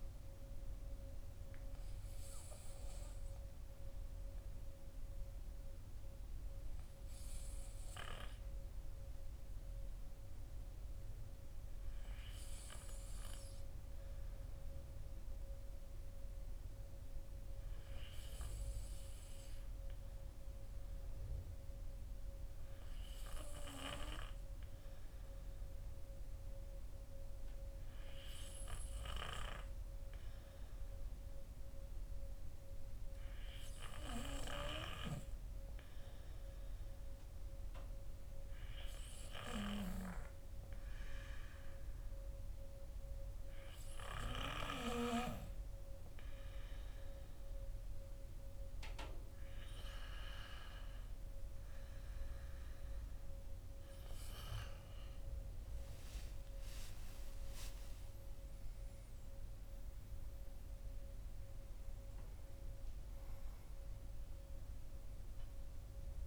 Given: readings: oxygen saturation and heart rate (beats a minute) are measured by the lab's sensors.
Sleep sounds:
breathing in sleep by a room microphone; none
54.50-58.00 s: arousal
From the record:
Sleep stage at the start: N2 (light sleep); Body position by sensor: on the back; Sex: male

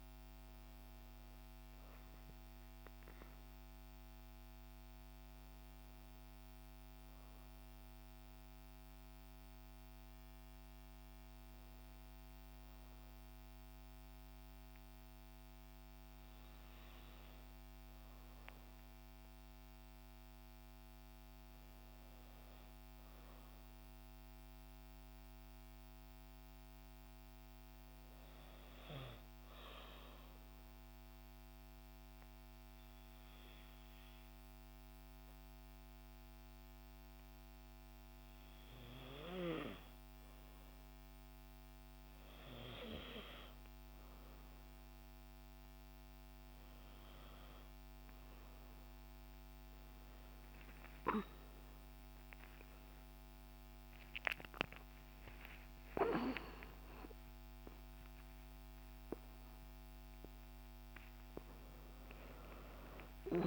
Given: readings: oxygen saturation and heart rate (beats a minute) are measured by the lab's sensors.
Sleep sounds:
a person partly awake in a sleep study, by a microphone on the trachea; 1
23.00-27.00 s: arousal
30.50-41.50 s: obstructive apnea (oxygen 96% before, 91% lowest, heart rate 54 before, 54 extreme, up 4 after)
36.50-63.47 s: new sleep stage, awake
From the record:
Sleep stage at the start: N2 (light sleep); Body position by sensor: on the back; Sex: female

